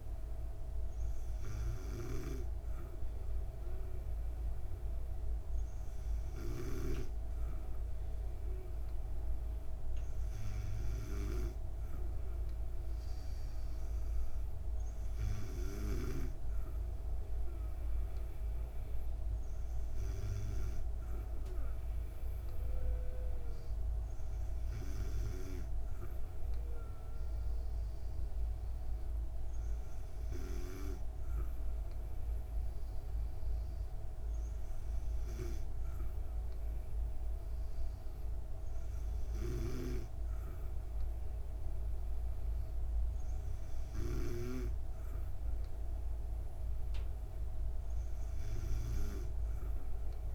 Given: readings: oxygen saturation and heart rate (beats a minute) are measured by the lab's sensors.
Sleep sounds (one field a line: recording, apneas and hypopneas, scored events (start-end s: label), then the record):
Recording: breathing in sleep by a room microphone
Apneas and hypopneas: none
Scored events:
none scored
From the record:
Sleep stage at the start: N2 (light sleep)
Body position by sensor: on the back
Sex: female